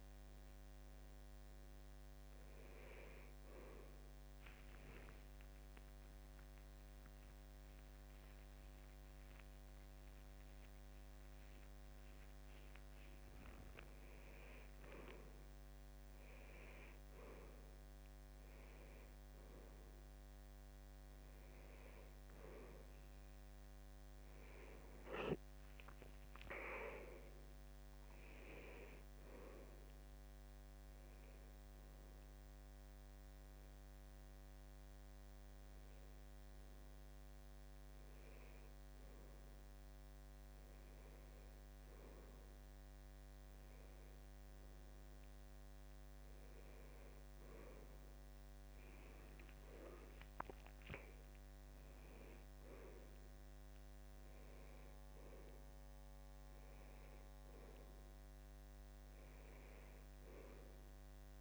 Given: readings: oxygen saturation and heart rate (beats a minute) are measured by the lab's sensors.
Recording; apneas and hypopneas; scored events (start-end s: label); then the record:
a person partly awake in a sleep study, by a microphone on the trachea; 1
2.50-32.50 s: new sleep stage, N1 (lightest sleep)
3.50-5.50 s: long interval between heartbeats (device-marked, heart rate 81 before, 83 extreme)
13.00-15.00 s: long interval between heartbeats (device-marked, heart rate 84 before, 101 extreme)
30.50-40.50 s: hypopnea (oxygen 94% before, 90% lowest, heart rate 91 before, 72 extreme, up 2 after)
32.50-61.41 s: new sleep stage, N2 (light sleep)
43.50-48.00 s: arousal
56.00-58.00 s: long interval between heartbeats (device-marked, heart rate 75 before, 79 extreme)
From the record:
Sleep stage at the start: awake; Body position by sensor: on the back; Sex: male